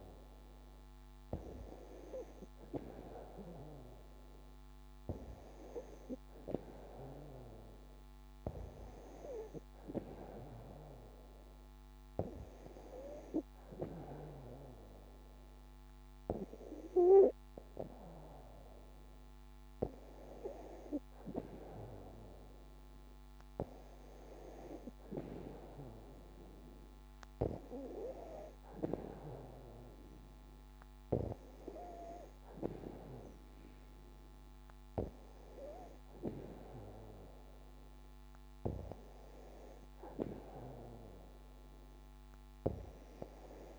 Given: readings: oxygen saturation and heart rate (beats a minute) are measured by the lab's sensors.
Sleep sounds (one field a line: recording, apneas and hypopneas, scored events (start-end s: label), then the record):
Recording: breathing in sleep by a microphone on the trachea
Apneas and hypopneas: none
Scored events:
none scored
From the record:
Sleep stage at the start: N2 (light sleep)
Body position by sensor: on the back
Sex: female